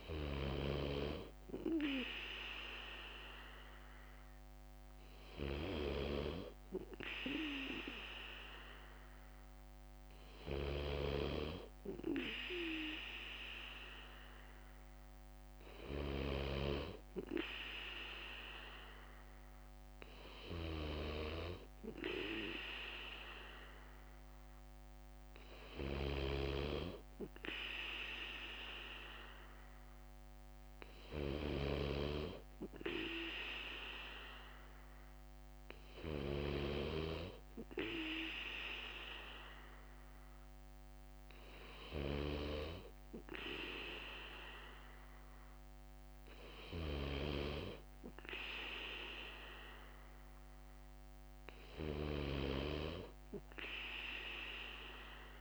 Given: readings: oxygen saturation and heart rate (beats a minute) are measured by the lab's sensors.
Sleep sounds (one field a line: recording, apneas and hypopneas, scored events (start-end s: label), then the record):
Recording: breathing in sleep by a microphone on the trachea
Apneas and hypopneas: none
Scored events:
0.00-17.50 s: bradycardia (device-marked, heart rate 56 extreme)
24.50-55.41 s: bradycardia (device-marked, heart rate 59 before, 56 extreme)
From the record:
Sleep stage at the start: N2 (light sleep)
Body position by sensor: on the back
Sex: male